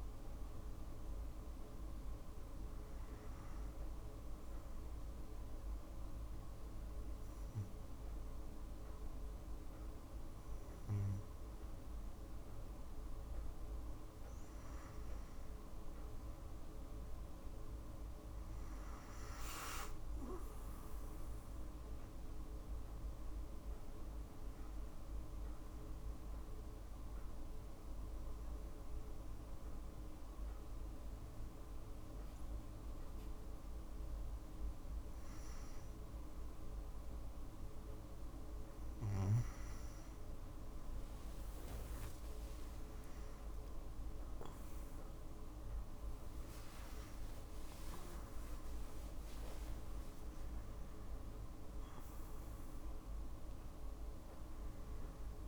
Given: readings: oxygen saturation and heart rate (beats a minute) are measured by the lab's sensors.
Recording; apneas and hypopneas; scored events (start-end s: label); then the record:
breathing in sleep, hard to hear, by a room microphone; 2
0.00-6.00 s: oxygen desaturation (device-marked, oxygen 92% lowest, heart rate 57 extreme)
4.00-14.50 s: hypopnea (oxygen 95% before, 92% lowest, heart rate 58 before, 56 extreme, up 2 after)
18.00-21.00 s: arousal
24.00-36.00 s: oxygen desaturation (device-marked, oxygen 95% before, 92% lowest, heart rate 58 before, 56 extreme)
25.50-35.50 s: hypopnea (oxygen 95% before, 92% lowest, heart rate 58 before, 56 extreme, up 12 after)
41.00-44.50 s: arousal
50.00-55.48 s: oxygen desaturation (device-marked, oxygen 95% before, 92% lowest, heart rate 61 before, 56 extreme)
From the record:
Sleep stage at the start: N2 (light sleep); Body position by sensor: on the back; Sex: female